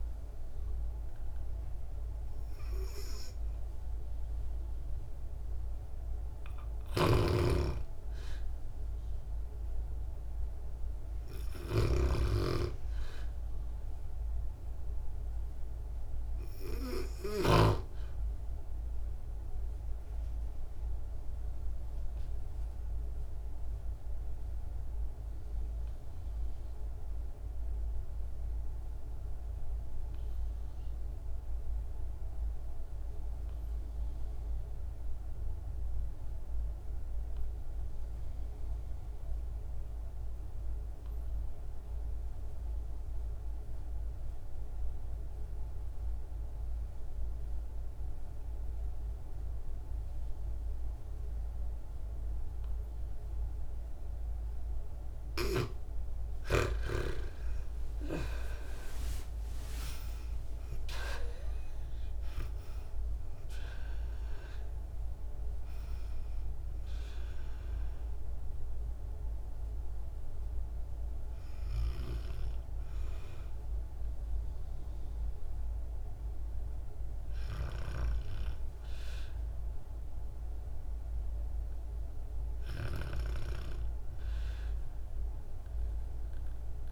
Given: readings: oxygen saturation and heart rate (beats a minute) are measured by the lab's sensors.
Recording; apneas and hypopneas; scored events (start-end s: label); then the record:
breathing in sleep by a room microphone; 1
6.50-17.50 s: snoring (device-marked)
20.00-54.50 s: obstructive apnea (oxygen 98% before, 74% lowest, heart rate 63 before, 52 extreme, up 44 after)
38.00-86.92 s: oxygen desaturation (device-marked, oxygen 97% before, 74% lowest, heart rate 58 before, 52 extreme)
56.50-61.50 s: arousal
From the record:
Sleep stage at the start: REM sleep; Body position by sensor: on the back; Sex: female